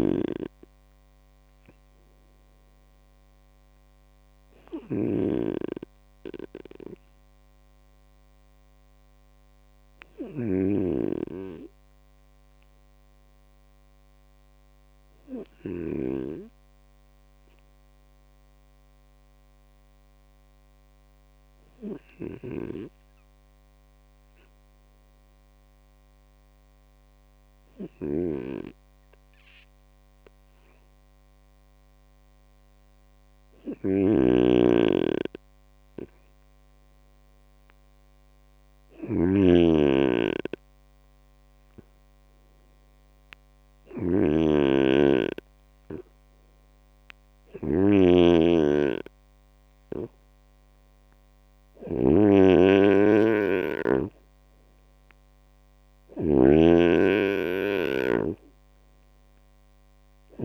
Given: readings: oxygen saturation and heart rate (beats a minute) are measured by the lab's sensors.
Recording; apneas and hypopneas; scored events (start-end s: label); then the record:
breathing in sleep by a microphone on the trachea; 1
0.00-15.50 s: snoring (device-marked)
6.00-35.50 s: obstructive apnea (oxygen 100% before, 98% lowest, heart rate 94 before, 60 extreme, up 9 after)
21.50-56.00 s: snoring (device-marked)
52.50-60.45 s: new sleep stage, awake
From the record:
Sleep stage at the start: N2 (light sleep); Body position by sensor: on the right side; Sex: male